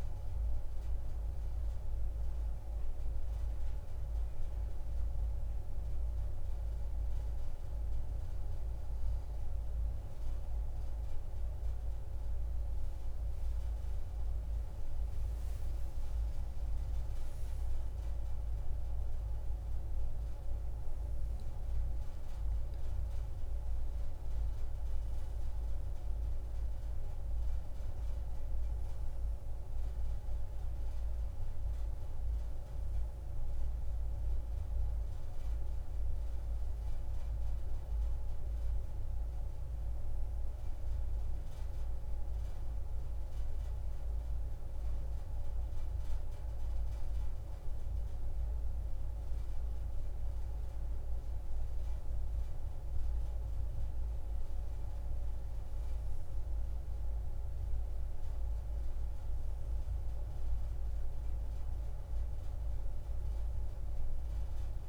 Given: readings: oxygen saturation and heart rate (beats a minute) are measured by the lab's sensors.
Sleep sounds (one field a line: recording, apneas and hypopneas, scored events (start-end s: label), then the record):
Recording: breathing in sleep, hard to hear, by a room microphone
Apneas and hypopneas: none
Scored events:
none scored
From the record:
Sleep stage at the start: N1 (lightest sleep)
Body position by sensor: on the back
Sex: female